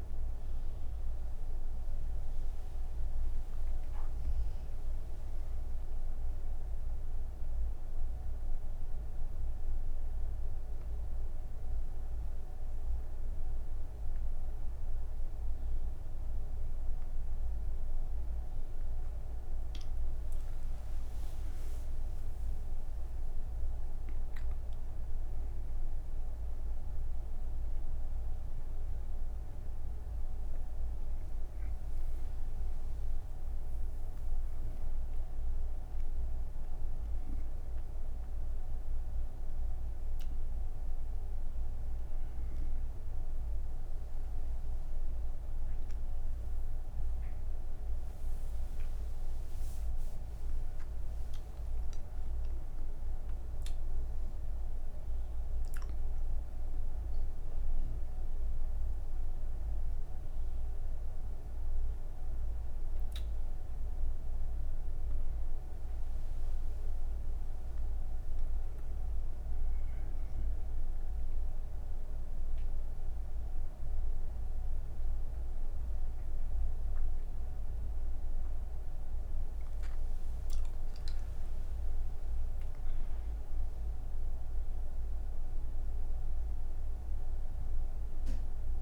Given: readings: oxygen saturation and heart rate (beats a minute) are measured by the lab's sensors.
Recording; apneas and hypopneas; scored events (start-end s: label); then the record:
breathing in sleep, hard to hear, by a room microphone; none
none scored
From the record:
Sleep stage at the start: N1 (lightest sleep); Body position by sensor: on the right side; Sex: female